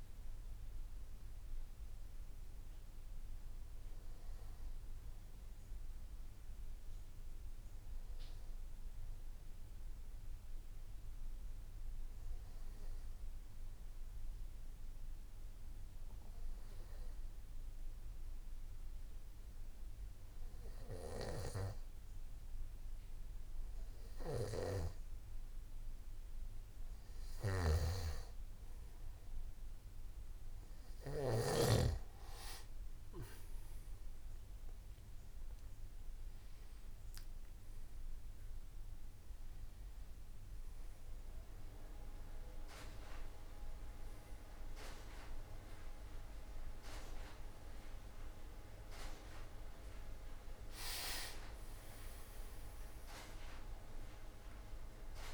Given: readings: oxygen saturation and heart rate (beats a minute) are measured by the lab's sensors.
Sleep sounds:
breathing in sleep by a room microphone; 1
13.00-24.00 s: obstructive apnea (oxygen 97% before, 93% lowest, heart rate 58 before, 58 extreme, up 2 after)
27.50-31.50 s: snoring (device-marked)
34.00-39.00 s: arousal
From the record:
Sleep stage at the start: N2 (light sleep); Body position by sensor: on the back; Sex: male

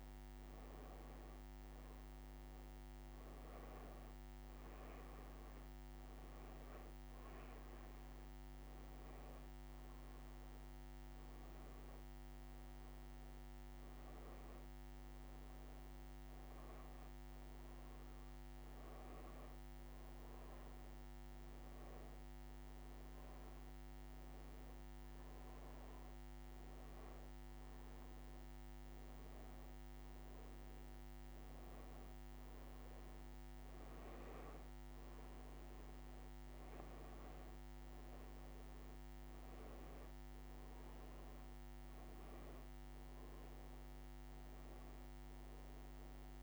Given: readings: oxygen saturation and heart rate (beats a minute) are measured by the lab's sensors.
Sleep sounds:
breathing in sleep, hard to hear, by a microphone on the trachea; none
40.50-44.50 s: arousal
From the record:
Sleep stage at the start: N2 (light sleep); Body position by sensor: on the back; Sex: female

